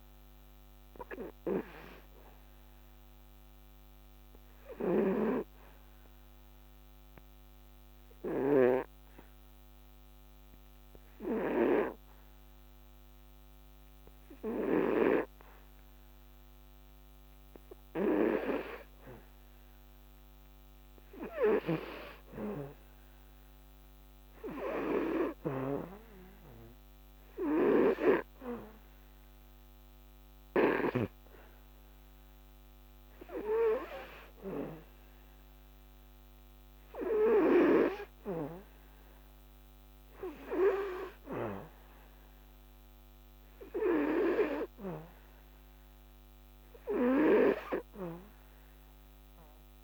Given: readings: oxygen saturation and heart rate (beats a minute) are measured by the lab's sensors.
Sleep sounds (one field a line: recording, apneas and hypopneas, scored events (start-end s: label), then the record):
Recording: breathing in sleep by a microphone on the trachea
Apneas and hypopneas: 1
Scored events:
0.00-12.50 s: oxygen desaturation (device-marked, oxygen 89% lowest, heart rate 73 extreme)
3.50-18.00 s: obstructive apnea (oxygen 99% before, 89% lowest, heart rate 77 before, 73 extreme, up 4 after)
20.00-24.00 s: arousal
26.50-47.50 s: oxygen desaturation (device-marked, oxygen 97% before, 89% lowest, heart rate 75 before, 73 extreme)
From the record:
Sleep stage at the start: N2 (light sleep)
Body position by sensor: on the back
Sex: male